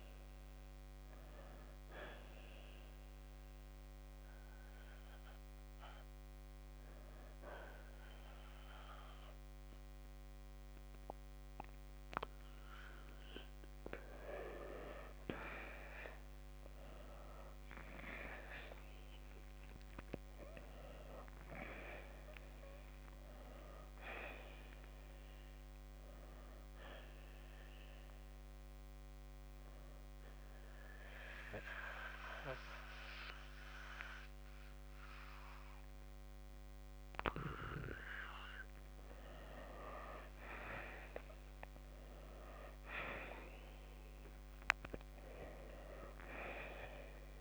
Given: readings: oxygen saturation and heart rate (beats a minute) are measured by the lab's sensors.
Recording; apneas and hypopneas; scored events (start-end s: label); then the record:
breathing in sleep by a microphone on the trachea; 1
3.00-14.00 s: hypopnea (oxygen 92% before, 86% lowest, heart rate 64 before, 56 extreme, up 5 after)
5.50-19.50 s: oxygen desaturation (device-marked, oxygen 91% before, 86% lowest, heart rate 65 before, 56 extreme)
17.50-21.00 s: arousal
26.50-39.50 s: oxygen desaturation (device-marked, oxygen 94% before, 87% lowest, heart rate 64 before, 55 extreme)
42.00-45.50 s: arousal
From the record:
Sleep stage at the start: N2 (light sleep); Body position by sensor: on the right side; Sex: male